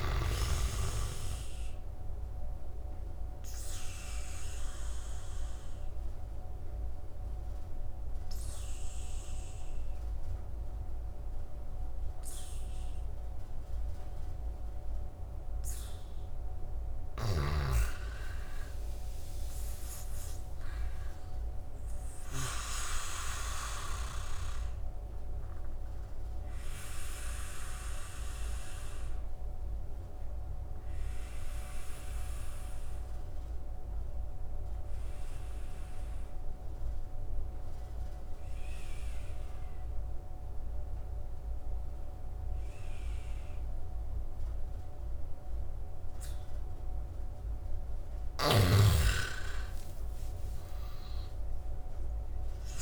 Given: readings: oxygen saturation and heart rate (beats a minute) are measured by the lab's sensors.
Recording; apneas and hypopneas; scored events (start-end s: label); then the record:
breathing in sleep by a room microphone; 2
0.00-14.00 s: oxygen desaturation (device-marked, oxygen 83% lowest, heart rate 69 extreme)
2.00-14.50 s: obstructive apnea (oxygen 98% before, 79% lowest, heart rate 81 before, 69 extreme, up 15 after)
16.00-19.50 s: arousal
16.50-22.00 s: snoring (device-marked)
22.00-44.00 s: oxygen desaturation (device-marked, oxygen 100% before, 86% lowest, heart rate 77 before, 70 extreme)
25.00-46.50 s: obstructive apnea (oxygen 100% before, 79% lowest, heart rate 77 before, 70 extreme, up 33 after)
48.00-52.82 s: snoring (device-marked)
48.50-52.00 s: arousal
50.50-52.50 s: long interval between heartbeats (device-marked, heart rate 74 before, 95 extreme)
From the record:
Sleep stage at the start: N2 (light sleep); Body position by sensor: on the back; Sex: male